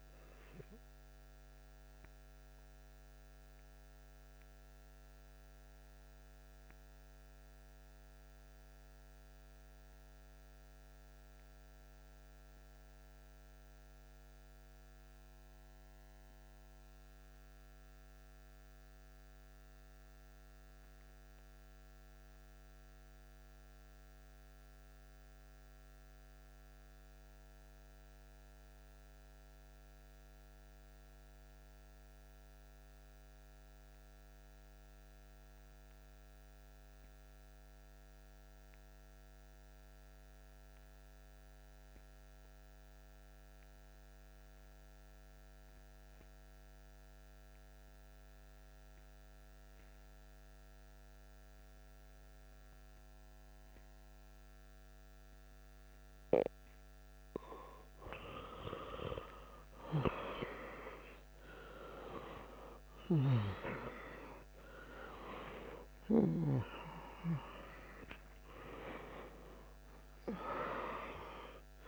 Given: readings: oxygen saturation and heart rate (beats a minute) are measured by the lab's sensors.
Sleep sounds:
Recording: breathing in sleep by a microphone on the trachea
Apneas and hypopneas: 1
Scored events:
0.00-13.00 s: oxygen desaturation (device-marked, oxygen 91% lowest)
0.50-57.00 s: obstructive apnea (oxygen 97% before, 89% lowest)
42.00-71.87 s: oxygen desaturation (device-marked, oxygen 97% before, 89% lowest)
59.50-66.00 s: arousal
From the record:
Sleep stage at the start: N2 (light sleep)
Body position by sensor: on the back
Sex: male

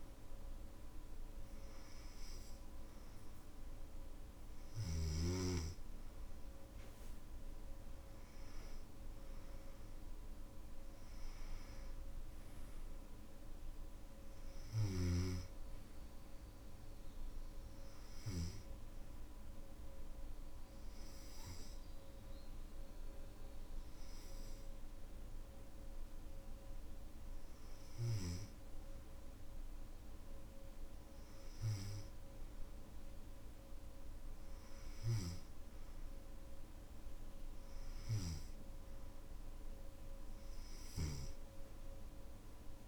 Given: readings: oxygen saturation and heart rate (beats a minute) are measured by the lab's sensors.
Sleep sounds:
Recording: breathing in sleep by a room microphone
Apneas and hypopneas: 1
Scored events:
18.50-29.50 s: hypopnea (oxygen 96% before, 94% lowest, heart rate 59 before, 56 extreme, up 3 after)
From the record:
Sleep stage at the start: N3 (deep sleep)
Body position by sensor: on the back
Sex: male

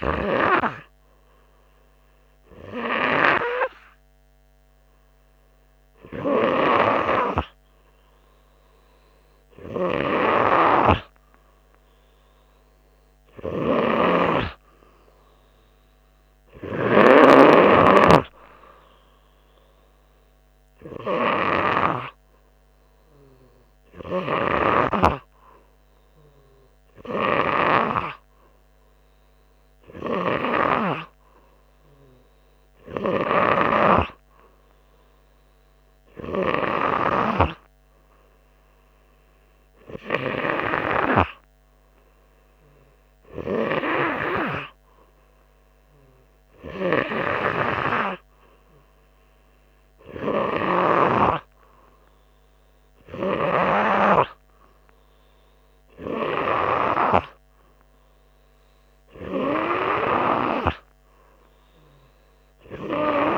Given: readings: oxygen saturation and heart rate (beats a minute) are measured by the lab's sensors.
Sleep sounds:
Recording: breathing in sleep by a microphone on the trachea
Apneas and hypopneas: none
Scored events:
none scored
From the record:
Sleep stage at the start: N3 (deep sleep)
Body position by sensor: on the front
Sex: male

